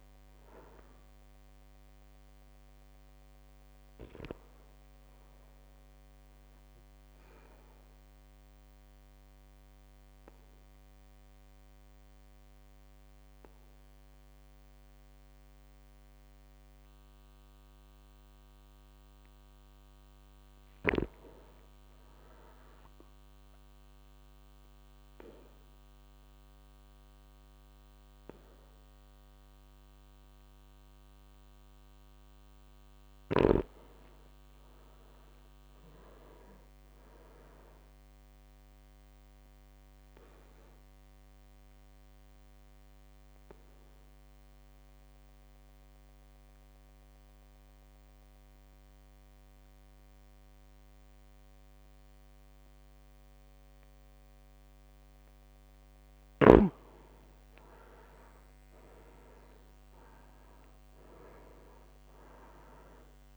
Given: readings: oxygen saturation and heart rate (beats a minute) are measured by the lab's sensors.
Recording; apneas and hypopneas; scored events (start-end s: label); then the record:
breathing in sleep by a microphone on the trachea; 3
0.00-4.00 s: oxygen desaturation (device-marked, oxygen 95% lowest, heart rate 57 extreme)
0.00-9.00 s: drop in pulse transit time (device-marked, heart rate 58 extreme)
3.00-6.00 s: arousal
7.50-18.50 s: obstructive apnea (oxygen 100% before, 96% lowest, heart rate 59 before, 57 extreme, up 4 after)
19.50-21.50 s: arousal
23.00-33.00 s: obstructive apnea (oxygen 100% before, 95% lowest, heart rate 59 before, 57 extreme, up 13 after)
34.00-37.50 s: arousal
35.00-37.00 s: long interval between heartbeats (device-marked, heart rate 59 before, 67 extreme)
41.00-56.50 s: obstructive apnea (oxygen 100% before, 95% lowest, heart rate 62 before, 58 extreme, up 3 after)
57.50-60.50 s: arousal
From the record:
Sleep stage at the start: REM sleep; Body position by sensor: on the back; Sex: male